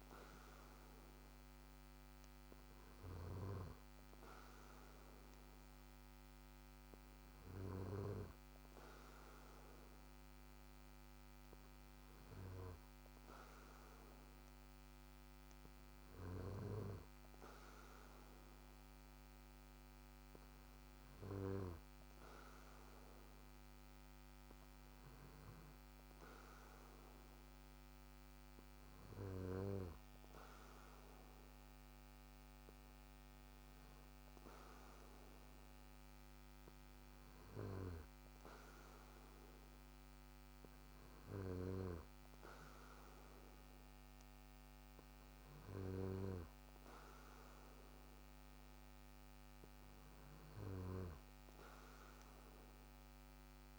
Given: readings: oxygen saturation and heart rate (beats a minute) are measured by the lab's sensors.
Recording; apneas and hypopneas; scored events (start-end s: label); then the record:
breathing in sleep by a microphone on the trachea; none
none scored
From the record:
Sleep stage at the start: N2 (light sleep); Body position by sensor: on the back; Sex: male